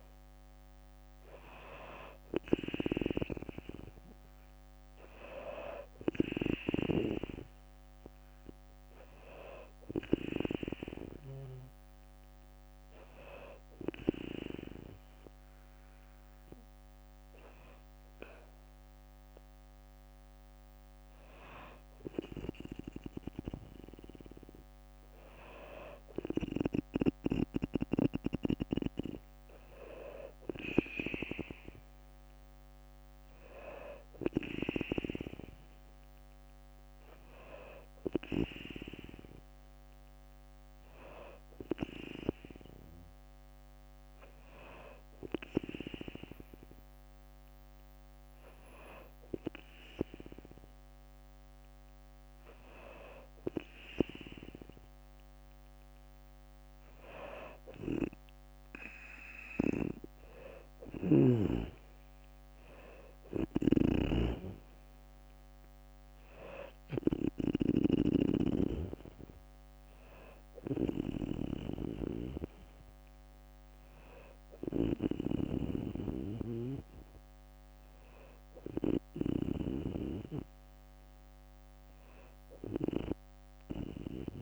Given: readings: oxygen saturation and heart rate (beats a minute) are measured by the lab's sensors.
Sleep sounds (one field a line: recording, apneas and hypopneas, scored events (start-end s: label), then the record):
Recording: breathing in sleep by a microphone on the trachea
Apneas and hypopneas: 1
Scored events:
0.00-3.00 s: arousal
11.50-22.50 s: hypopnea (oxygen 97% before, 94% lowest, heart rate 63 before, 61 extreme, up 9 after)
23.50-26.00 s: arousal
30.00-32.00 s: long interval between heartbeats (device-marked, heart rate 62 before, 70 extreme)
58.50-72.50 s: drop in pulse transit time (device-marked, heart rate 62 before, 60 extreme)
59.00-62.50 s: arousal
63.00-67.50 s: snoring (device-marked)
69.50-75.50 s: bradycardia (device-marked, heart rate 63 before, 59 extreme)
From the record:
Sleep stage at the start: N2 (light sleep)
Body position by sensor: on the back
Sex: female